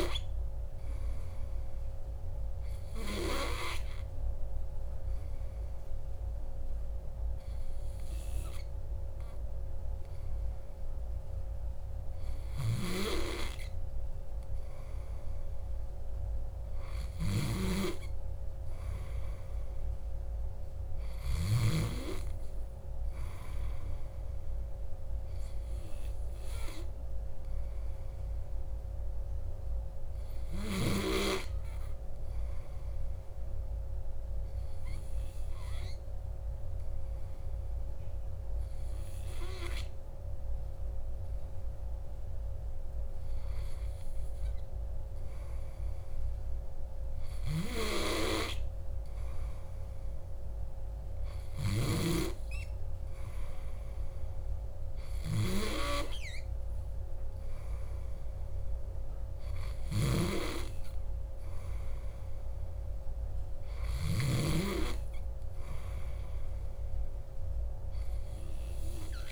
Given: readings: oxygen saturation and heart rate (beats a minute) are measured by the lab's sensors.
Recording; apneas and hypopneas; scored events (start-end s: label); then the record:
breathing in sleep by a room microphone; 2
0.00-1.00 s: arousal
3.00-14.50 s: hypopnea (oxygen 96% before, 94% lowest, heart rate 61 before, 59 extreme, up 2 after)
16.00-20.00 s: arousal
26.50-43.00 s: hypopnea (oxygen 96% before, 94% lowest, heart rate 60 before, 59 extreme, up 2 after)
45.00-48.50 s: arousal
From the record:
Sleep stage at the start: N2 (light sleep); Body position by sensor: on the back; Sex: male